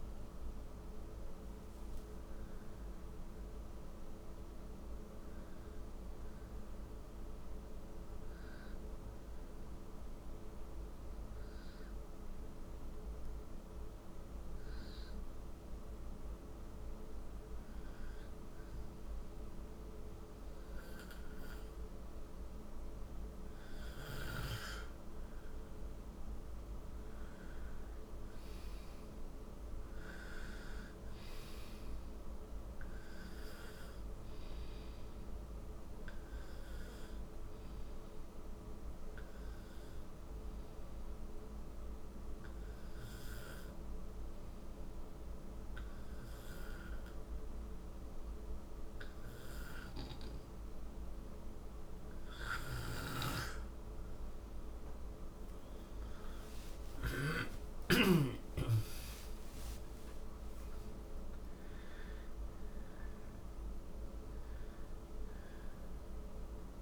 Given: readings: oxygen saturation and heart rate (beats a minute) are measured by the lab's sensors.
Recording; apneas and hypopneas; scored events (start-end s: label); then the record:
breathing in sleep, hard to hear, by a room microphone; 2
1.50-8.00 s: snoring (device-marked)
6.00-22.50 s: hypopnea (oxygen 95% before, 90% lowest, heart rate 72 before, 63 extreme, up 5 after)
23.50-44.50 s: oxygen desaturation (device-marked, oxygen 96% before, 92% lowest, heart rate 81 before, 64 extreme)
25.50-30.00 s: arousal
38.50-52.50 s: hypopnea (oxygen 97% before, 90% lowest, heart rate 68 before, 56 extreme, up 60 after)
54.50-59.50 s: arousal
56.50-66.82 s: oxygen desaturation (device-marked, oxygen 95% before, 90% lowest, heart rate 66 before, 54 extreme)
From the record:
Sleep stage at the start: N2 (light sleep); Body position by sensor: on the right side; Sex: male